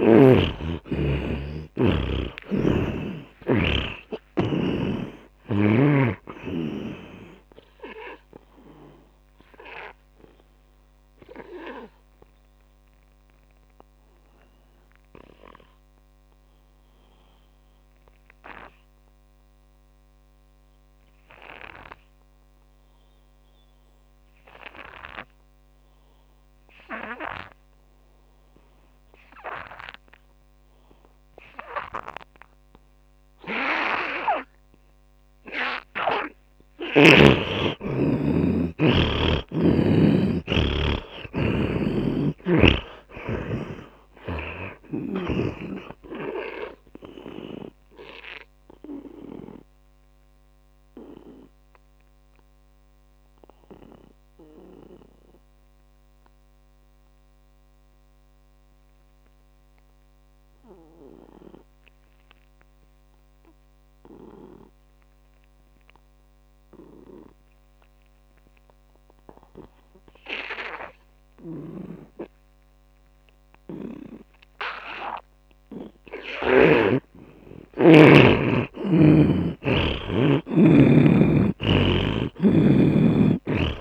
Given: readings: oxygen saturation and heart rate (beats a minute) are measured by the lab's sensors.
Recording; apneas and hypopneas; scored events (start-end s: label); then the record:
breathing in sleep by a microphone on the trachea; 2
0.00-3.00 s: arousal
0.00-32.00 s: oxygen desaturation (device-marked, oxygen 77% lowest, heart rate 49 extreme)
7.00-11.00 s: tachycardia (device-marked, heart rate 64 before, 101 extreme)
12.00-36.50 s: obstructive apnea (oxygen 100% before, 77% lowest, heart rate 70 before, 55 extreme, up 31 after)
38.00-42.50 s: arousal
39.00-71.00 s: oxygen desaturation (device-marked, oxygen 100% before, 79% lowest, heart rate 61 before, 57 extreme)
44.00-46.00 s: tachycardia (device-marked, heart rate 68 before, 96 extreme)
48.50-76.50 s: mixed apnea (oxygen 100% before, 79% lowest, heart rate 68 before, 57 extreme, up 20 after)
79.00-83.81 s: arousal
80.00-83.81 s: oxygen desaturation (device-marked, oxygen 100% before, 82% lowest, heart rate 59 before, 54 extreme)
81.50-83.81 s: snoring (device-marked)
From the record:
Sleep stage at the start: N2 (light sleep); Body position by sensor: on the back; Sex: male